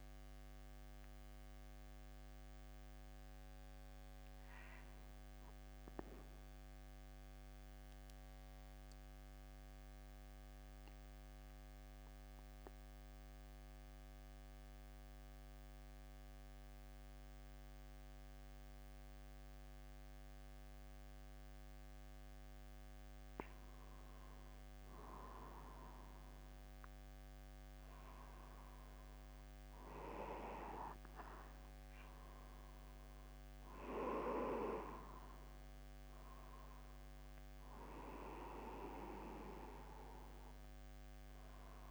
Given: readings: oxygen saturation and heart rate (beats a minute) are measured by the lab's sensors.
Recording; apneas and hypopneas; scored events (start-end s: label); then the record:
breathing in sleep by a microphone on the trachea; 1
7.00-23.50 s: central apnea (oxygen 98% before, 94% lowest, heart rate 51 before, 50 extreme, up 1 after)
26.50-31.00 s: arousal
From the record:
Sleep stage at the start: N1 (lightest sleep); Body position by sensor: upright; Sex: male